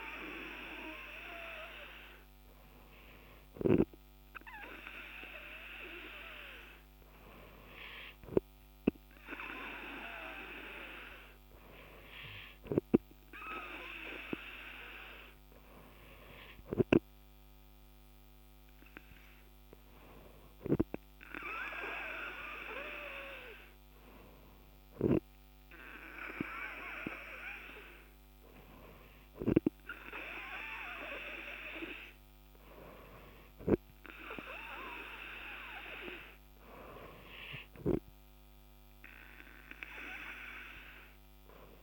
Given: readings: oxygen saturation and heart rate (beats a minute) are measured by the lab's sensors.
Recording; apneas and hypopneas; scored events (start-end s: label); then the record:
breathing in sleep by a microphone on the trachea; none
none scored
From the record:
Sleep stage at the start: N2 (light sleep); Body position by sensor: on the back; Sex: male